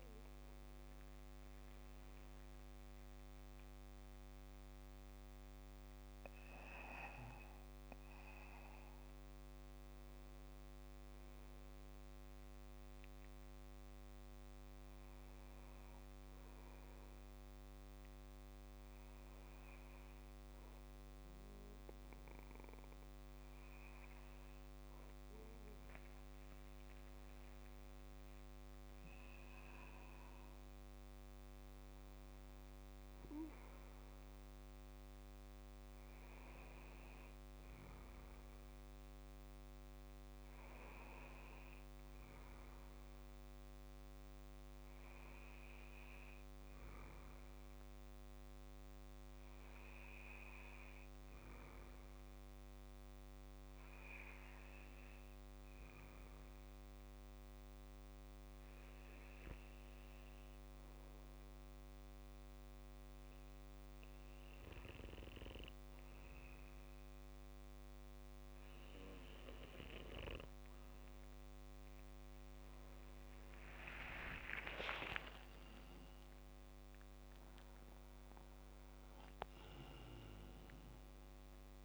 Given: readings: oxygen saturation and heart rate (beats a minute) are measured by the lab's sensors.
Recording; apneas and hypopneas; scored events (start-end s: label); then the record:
breathing in sleep, hard to hear, by a microphone on the trachea; 2
14.50-26.50 s: obstructive apnea (oxygen 96% before, 91% lowest, heart rate 69 before, 59 extreme, up 8 after)
27.50-31.00 s: arousal
47.00-71.50 s: obstructive apnea (oxygen 95% before, 91% lowest, heart rate 65 before, 63 extreme, up 9 after)
73.50-77.00 s: arousal
75.50-81.84 s: oxygen desaturation (device-marked, oxygen 94% before, 91% lowest, heart rate 66 before, 65 extreme)
From the record:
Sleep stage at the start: N2 (light sleep); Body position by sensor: on the back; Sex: male